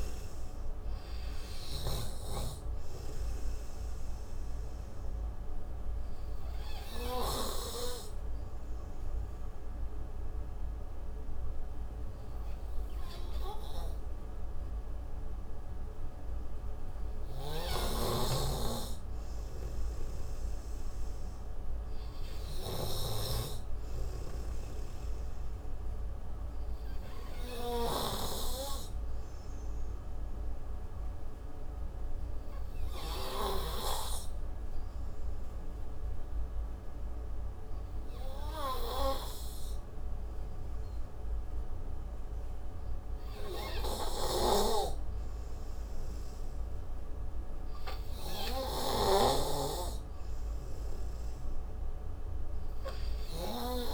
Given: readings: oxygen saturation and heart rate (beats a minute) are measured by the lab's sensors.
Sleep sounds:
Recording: breathing in sleep by a room microphone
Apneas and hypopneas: 2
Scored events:
6.50-17.50 s: obstructive apnea (oxygen 96% before, 88% lowest)
20.50-23.50 s: arousal
30.50-44.50 s: obstructive apnea (oxygen 97% before, 88% lowest)
31.00-39.00 s: oxygen desaturation (device-marked, oxygen 94% before, 91% lowest, heart rate 38 before, 25 extreme)
47.50-51.00 s: arousal
From the record:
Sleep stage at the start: N2 (light sleep)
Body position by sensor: on the right side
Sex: male

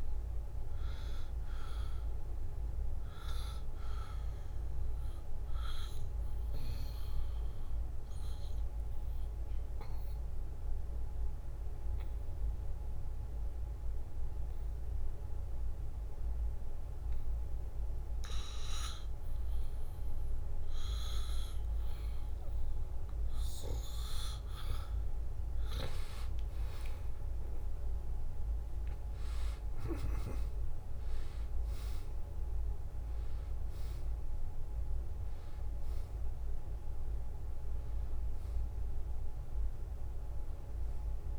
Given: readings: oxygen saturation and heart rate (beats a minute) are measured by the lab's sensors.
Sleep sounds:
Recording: breathing in sleep by a room microphone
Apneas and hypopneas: 1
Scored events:
7.50-19.00 s: obstructive apnea (oxygen 94% before, 88% lowest, heart rate 74 before, 71 extreme)
26.50-31.00 s: arousal
30.00-41.39 s: oxygen desaturation (device-marked, oxygen 94% before, 88% lowest, heart rate 72 before, 69 extreme)
From the record:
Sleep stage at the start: N2 (light sleep)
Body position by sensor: on the back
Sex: male

